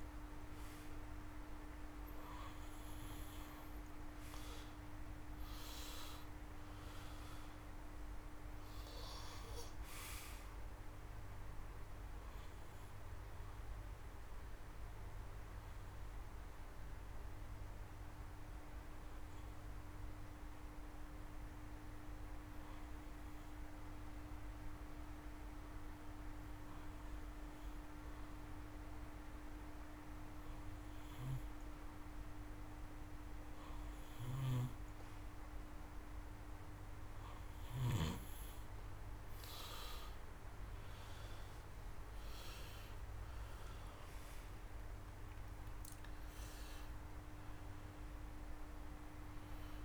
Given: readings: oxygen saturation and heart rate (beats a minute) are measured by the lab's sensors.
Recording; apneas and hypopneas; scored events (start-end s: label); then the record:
breathing in sleep, hard to hear, by a room microphone; 1
1.00-6.50 s: arousal
2.50-25.50 s: oxygen desaturation (device-marked, oxygen 96% before, 90% lowest)
16.00-35.00 s: hypopnea (oxygen 96% before, 89% lowest)
27.50-49.85 s: oxygen desaturation (device-marked, oxygen 96% before, 89% lowest)
33.50-37.50 s: snoring (device-marked)
37.50-42.00 s: arousal
From the record:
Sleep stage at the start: N2 (light sleep); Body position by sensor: on the back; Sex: male